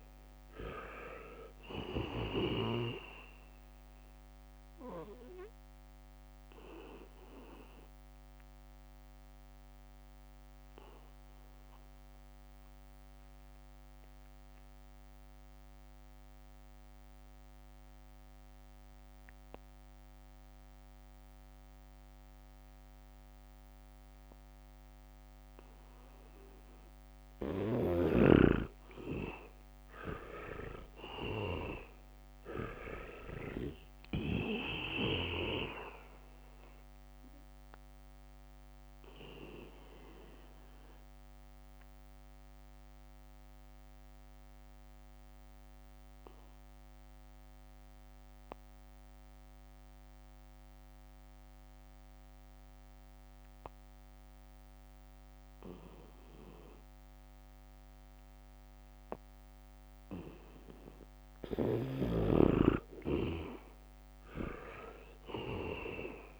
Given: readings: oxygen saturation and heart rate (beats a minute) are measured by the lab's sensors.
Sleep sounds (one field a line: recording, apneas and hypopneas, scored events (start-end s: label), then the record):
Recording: breathing in sleep by a microphone on the trachea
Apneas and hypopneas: 2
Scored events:
0.00-1.00 s: arousal
0.00-20.00 s: oxygen desaturation (device-marked, oxygen 81% lowest, heart rate 69 extreme)
6.00-27.00 s: obstructive apnea (oxygen 98% before, 80% lowest, heart rate 72 before, 69 extreme, up 3 after)
14.00-20.50 s: leg movement (device-marked)
25.00-58.00 s: oxygen desaturation (device-marked, oxygen 99% before, 80% lowest, heart rate 75 before, 65 extreme)
28.00-31.50 s: leg movement (device-marked)
29.50-32.00 s: arousal
32.50-34.50 s: leg movement (device-marked)
37.00-44.50 s: leg movement (device-marked)
39.50-61.00 s: obstructive apnea (oxygen 99% before, 80% lowest, heart rate 72 before, 65 extreme, up 5 after)
52.50-56.50 s: leg movement (device-marked)
57.50-60.50 s: leg movement (device-marked)
62.50-65.50 s: arousal
64.00-66.40 s: oxygen desaturation (device-marked, oxygen 98% before, 80% lowest, heart rate 72 before, 69 extreme)
From the record:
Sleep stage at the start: N2 (light sleep)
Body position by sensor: on the back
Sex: male